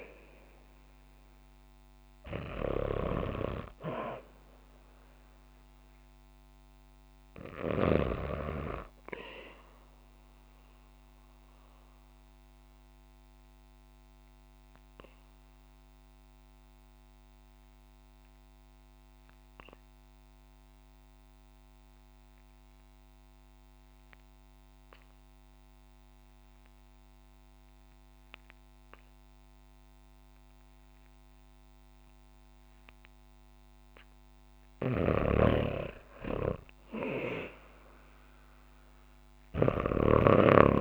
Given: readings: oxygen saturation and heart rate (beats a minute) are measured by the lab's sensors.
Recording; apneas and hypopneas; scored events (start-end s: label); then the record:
breathing in sleep by a microphone on the trachea; 1
0.00-19.00 s: oxygen desaturation (device-marked, oxygen 78% lowest, heart rate 50 extreme)
11.00-33.00 s: obstructive apnea (oxygen 91% before, 82% lowest, heart rate 61 before, 51 extreme, up 2 after)
34.00-38.50 s: arousal
34.00-40.81 s: oxygen desaturation (device-marked, oxygen 98% before, 83% lowest, heart rate 58 before, 50 extreme)
34.50-40.81 s: snoring (device-marked)
From the record:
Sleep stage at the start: REM sleep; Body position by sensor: on the back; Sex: female